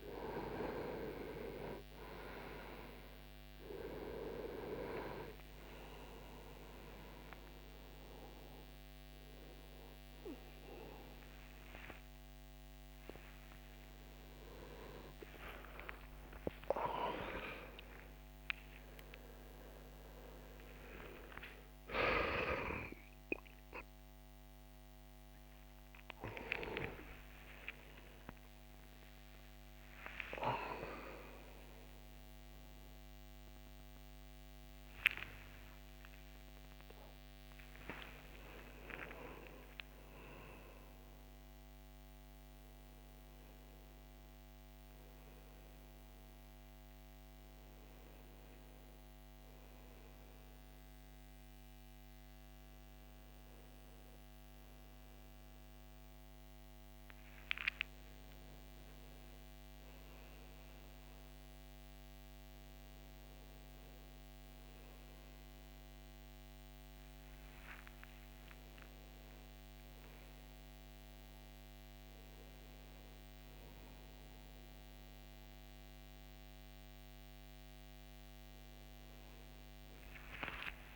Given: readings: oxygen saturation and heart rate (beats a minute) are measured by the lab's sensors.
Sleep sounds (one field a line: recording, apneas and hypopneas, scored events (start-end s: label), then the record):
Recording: a person awake in a sleep study, by a microphone on the trachea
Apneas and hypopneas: none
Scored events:
3.50-11.50 s: oxygen desaturation (device-marked, oxygen 97% before, 94% lowest)
8.50-80.95 s: new sleep stage, awake
From the record:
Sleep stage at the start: N2 (light sleep)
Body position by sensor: on the back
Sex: male